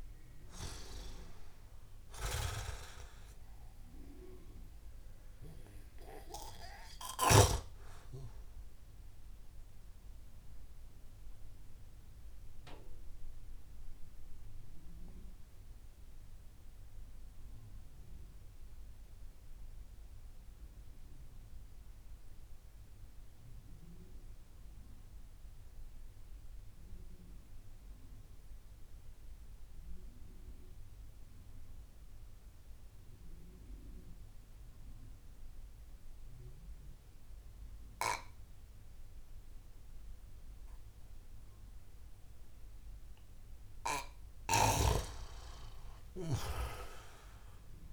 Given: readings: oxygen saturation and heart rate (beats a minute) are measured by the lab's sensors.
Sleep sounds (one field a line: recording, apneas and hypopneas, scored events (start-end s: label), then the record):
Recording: breathing in sleep by a room microphone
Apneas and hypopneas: 1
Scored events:
0.00-1.00 s: arousal
0.00-28.00 s: oxygen desaturation (device-marked, oxygen 88% lowest)
9.00-43.50 s: obstructive apnea (oxygen 97% before, 88% lowest)
45.00-47.93 s: arousal
From the record:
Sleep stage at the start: N2 (light sleep)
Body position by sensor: on the back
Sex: male